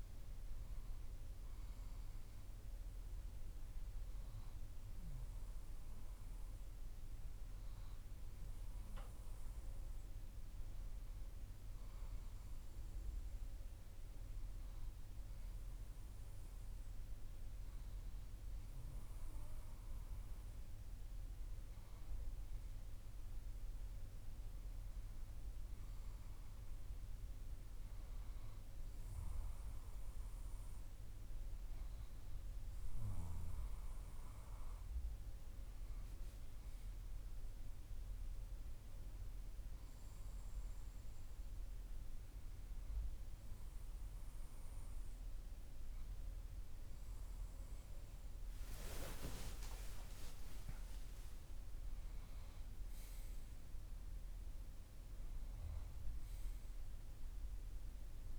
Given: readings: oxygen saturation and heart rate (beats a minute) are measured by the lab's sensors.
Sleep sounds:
breathing in sleep, hard to hear, by a room microphone; 1
33.50-37.00 s: arousal
39.00-50.00 s: obstructive apnea (oxygen 95% before, 93% lowest, heart rate 59 before, 60 extreme, up 12 after)
51.00-55.00 s: arousal
From the record:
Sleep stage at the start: N2 (light sleep); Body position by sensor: on the left side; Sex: male

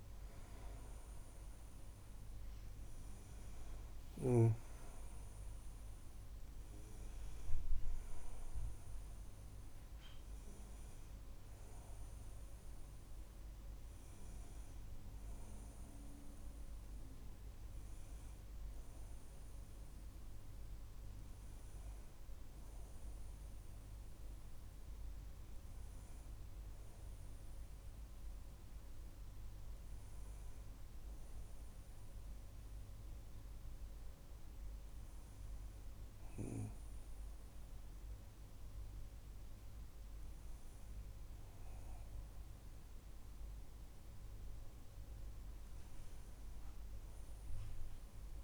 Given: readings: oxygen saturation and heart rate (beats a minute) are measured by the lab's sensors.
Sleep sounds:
breathing in sleep, hard to hear, by a room microphone; none
44.00-47.00 s: arousal
From the record:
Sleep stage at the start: N1 (lightest sleep); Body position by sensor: on the back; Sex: male

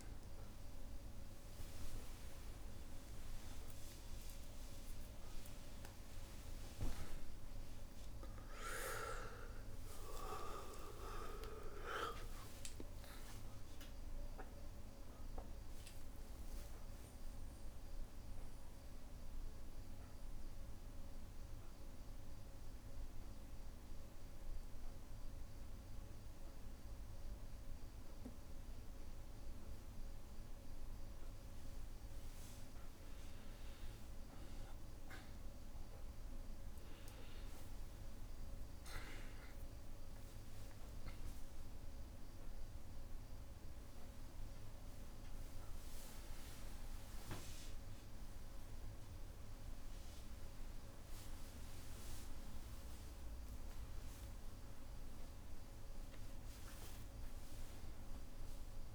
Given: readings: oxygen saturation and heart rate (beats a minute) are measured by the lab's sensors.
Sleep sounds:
a person partly awake in a sleep study, by a room microphone; 1
0.00-2.00 s: oxygen desaturation (device-marked, oxygen 92% lowest, heart rate 61 extreme)
12.50-14.50 s: long interval between heartbeats (device-marked, heart rate 75 before, 84 extreme)
14.00-44.00 s: new sleep stage, N1 (lightest sleep)
16.00-32.00 s: mixed apnea (oxygen 99% before, 93% lowest, heart rate 80 before, 60 extreme, up 14 after)
17.00-19.00 s: long interval between heartbeats (device-marked, heart rate 80 before, 85 extreme)
35.50-40.00 s: arousal
37.00-56.00 s: oxygen desaturation (device-marked, oxygen 99% before, 95% lowest, heart rate 68 before, 61 extreme)
38.00-40.00 s: long interval between heartbeats (device-marked, heart rate 67 before, 73 extreme)
44.00-58.95 s: new sleep stage, N2 (light sleep)
54.00-56.00 s: long interval between heartbeats (device-marked, heart rate 68 before, 83 extreme)
From the record:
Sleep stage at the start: awake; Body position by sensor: on the back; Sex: male

